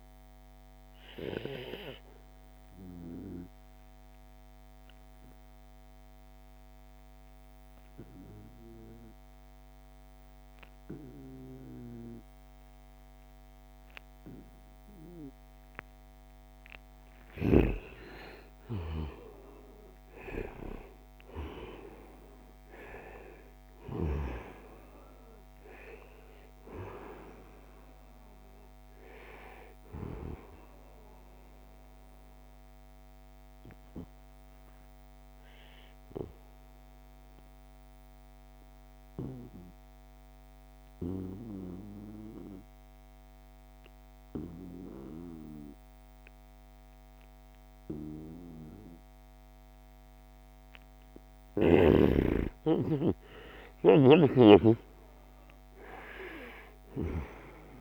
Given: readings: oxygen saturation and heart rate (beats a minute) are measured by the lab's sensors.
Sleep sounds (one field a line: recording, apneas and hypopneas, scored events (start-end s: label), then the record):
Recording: breathing in sleep by a microphone on the trachea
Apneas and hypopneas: 2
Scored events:
4.00-16.50 s: obstructive apnea (oxygen 97% before, 87% lowest, heart rate 77 before, 68 extreme, up 8 after)
5.50-42.50 s: oxygen desaturation (device-marked, oxygen 96% before, 87% lowest, heart rate 76 before, 68 extreme)
18.00-22.50 s: arousal
36.00-50.50 s: obstructive apnea (oxygen 95% before, 88% lowest, heart rate 78 before, 68 extreme, up 5 after)
52.00-56.50 s: arousal
56.00-57.81 s: snoring (device-marked)
From the record:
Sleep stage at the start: N2 (light sleep)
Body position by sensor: on the right side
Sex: male